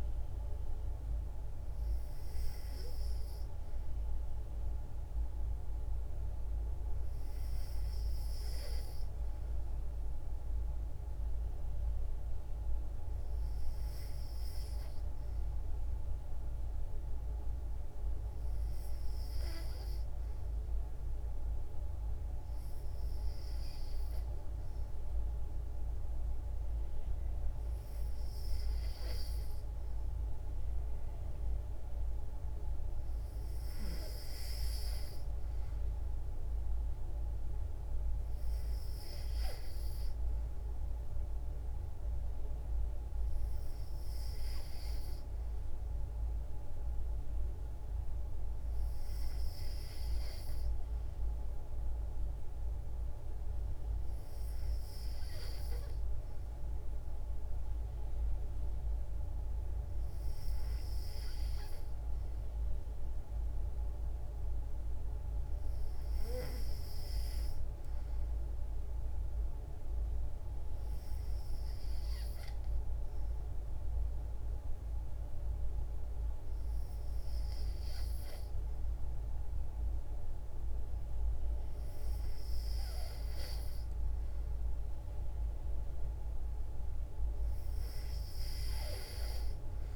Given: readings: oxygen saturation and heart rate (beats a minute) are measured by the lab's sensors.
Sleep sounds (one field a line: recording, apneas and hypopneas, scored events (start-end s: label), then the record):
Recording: breathing in sleep, hard to hear, by a room microphone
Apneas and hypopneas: none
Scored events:
none scored
From the record:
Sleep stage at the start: N2 (light sleep)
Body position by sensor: on the back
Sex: female